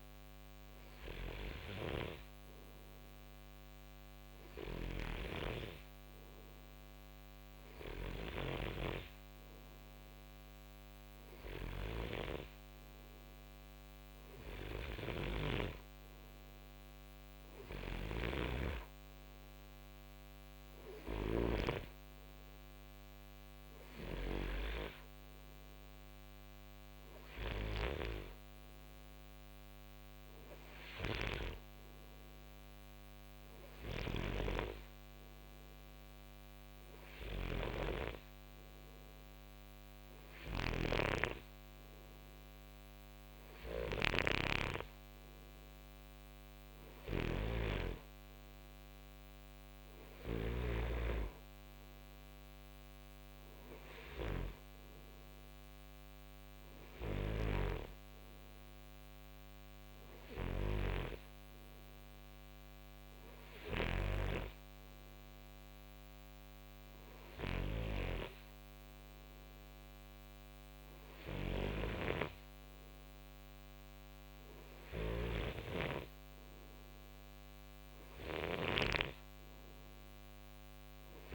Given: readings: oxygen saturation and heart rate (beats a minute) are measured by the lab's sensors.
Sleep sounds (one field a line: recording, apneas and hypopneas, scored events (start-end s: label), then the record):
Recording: breathing in sleep by a microphone on the trachea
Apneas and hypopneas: none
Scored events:
8.00-21.00 s: snoring (device-marked)
33.50-50.50 s: snoring (device-marked)
57.00-67.50 s: snoring (device-marked)
74.50-81.35 s: snoring (device-marked)
From the record:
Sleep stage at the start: N2 (light sleep)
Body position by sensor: on the right side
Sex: male